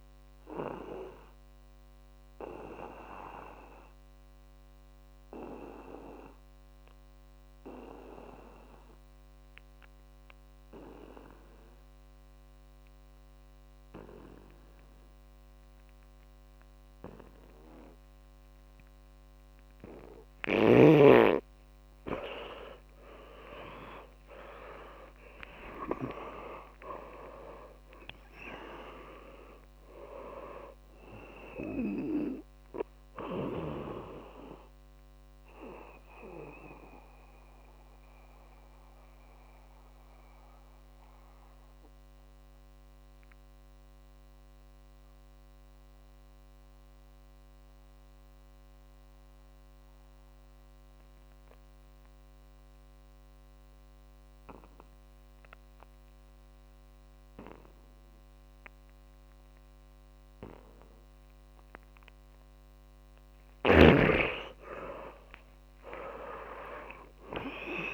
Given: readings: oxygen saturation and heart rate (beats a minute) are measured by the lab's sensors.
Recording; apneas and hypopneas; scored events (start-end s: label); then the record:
breathing in sleep by a microphone on the trachea; 2
1.00-20.50 s: mixed apnea (oxygen 100% before, 83% lowest, heart rate 71 before, 52 extreme, up 26 after)
15.00-53.00 s: oxygen desaturation (device-marked, oxygen 99% before, 83% lowest, heart rate 61 before, 51 extreme)
22.50-26.50 s: arousal
35.50-61.50 s: mixed apnea (oxygen 99% before, 83% lowest, heart rate 66 before, 51 extreme, up 9 after)
59.00-67.93 s: oxygen desaturation (device-marked, oxygen 100% before, 91% lowest, heart rate 61 before, 53 extreme)
64.50-67.93 s: arousal
From the record:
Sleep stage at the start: N2 (light sleep); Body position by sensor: on the back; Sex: male